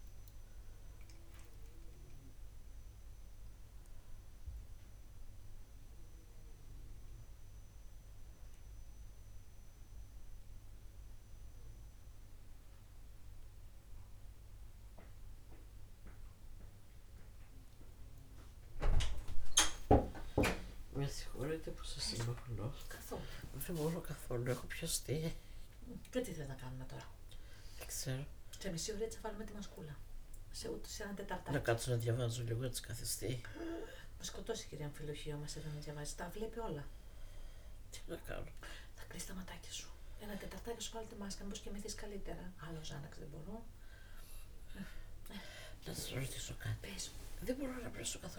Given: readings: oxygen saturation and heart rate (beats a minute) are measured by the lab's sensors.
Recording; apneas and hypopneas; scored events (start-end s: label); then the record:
breathing in sleep by a room microphone; none
18.00-22.50 s: arousal
23.50-36.50 s: oxygen desaturation (device-marked, oxygen 95% before, 89% lowest, heart rate 64 before, 60 extreme)
From the record:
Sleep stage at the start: N1 (lightest sleep); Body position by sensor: on the right side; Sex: female